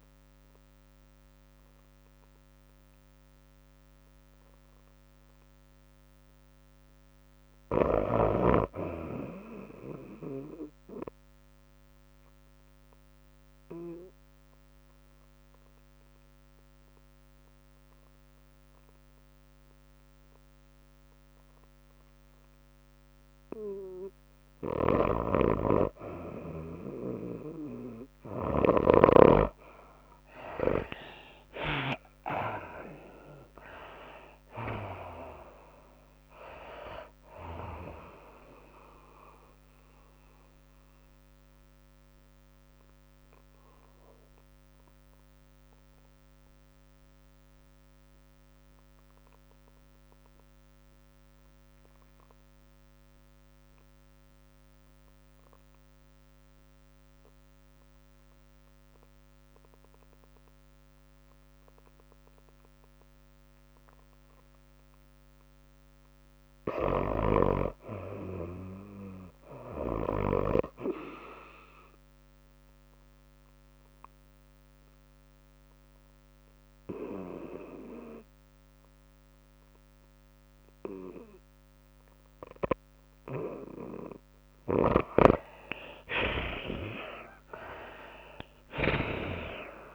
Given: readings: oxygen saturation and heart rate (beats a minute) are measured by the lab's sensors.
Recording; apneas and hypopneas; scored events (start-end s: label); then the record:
breathing in sleep by a microphone on the trachea; 3
0.00-10.50 s: tachycardia (device-marked, heart rate 114 extreme)
0.00-21.50 s: oxygen desaturation (device-marked, oxygen 66% lowest, heart rate 93 extreme)
0.50-20.50 s: drop in pulse transit time (device-marked, heart rate 105 before, 93 extreme)
13.00-15.00 s: long interval between heartbeats (device-marked, heart rate 102 before, 93 extreme)
13.50-25.50 s: obstructive apnea (oxygen 98% before, 61% lowest, heart rate 102 before, 97 extreme, up 8 after)
15.50-89.95 s: new sleep stage, REM sleep
17.50-23.50 s: tachycardia (device-marked, heart rate 103 before, 105 extreme)
25.50-29.50 s: snoring (device-marked)
25.50-51.50 s: oxygen desaturation (device-marked, oxygen 74% before, 61% lowest, heart rate 100 before, 96 extreme)
28.50-60.50 s: tachycardia (device-marked, heart rate 103 before, 114 extreme)
30.00-34.00 s: arousal
34.50-47.50 s: drop in pulse transit time (device-marked, heart rate 100 before, 108 extreme)
41.50-66.00 s: obstructive apnea (oxygen 74% before, 65% lowest, heart rate 105 before, 96 extreme, up 0 after)
53.50-84.50 s: oxygen desaturation (device-marked, oxygen 98% before, 65% lowest, heart rate 111 before, 96 extreme)
67.50-70.50 s: arousal
73.50-84.50 s: obstructive apnea (oxygen 98% before, 62% lowest, heart rate 101 before, 101 extreme, up 8 after)
73.50-89.95 s: tachycardia (device-marked, heart rate 103 before, 113 extreme)
85.00-89.95 s: snoring (device-marked)
86.00-89.95 s: arousal
86.50-89.95 s: oxygen desaturation (device-marked, oxygen 81% before, 66% lowest, heart rate 100 before, 101 extreme)
From the record:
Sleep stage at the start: N2 (light sleep); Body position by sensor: on the back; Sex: female